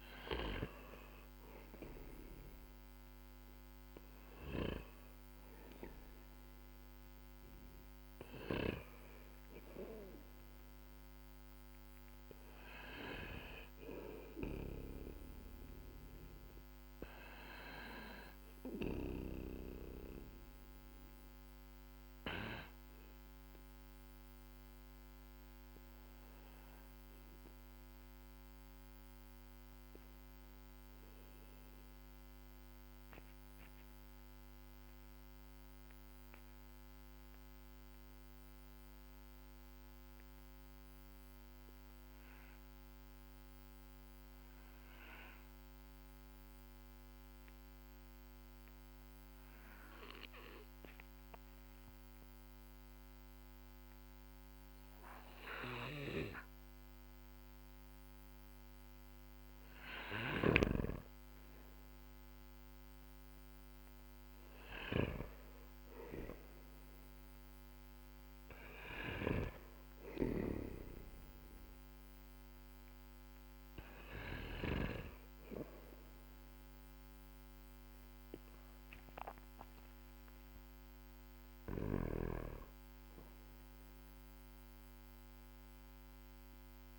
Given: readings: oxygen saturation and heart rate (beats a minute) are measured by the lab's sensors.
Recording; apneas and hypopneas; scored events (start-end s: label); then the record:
breathing in sleep by a microphone on the trachea; 1
12.50-38.50 s: oxygen desaturation (device-marked, oxygen 96% before, 93% lowest, heart rate 54 before, 46 extreme)
13.50-18.50 s: snoring (device-marked)
30.50-34.00 s: arousal
36.50-60.50 s: obstructive apnea (oxygen 96% before, 92% lowest, heart rate 52 before, 45 extreme)
59.50-74.50 s: snoring (device-marked)
59.50-86.99 s: oxygen desaturation (device-marked, oxygen 99% before, 92% lowest, heart rate 57 before, 46 extreme)
67.00-73.00 s: arousal
From the record:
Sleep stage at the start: N2 (light sleep); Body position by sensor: on the back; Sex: male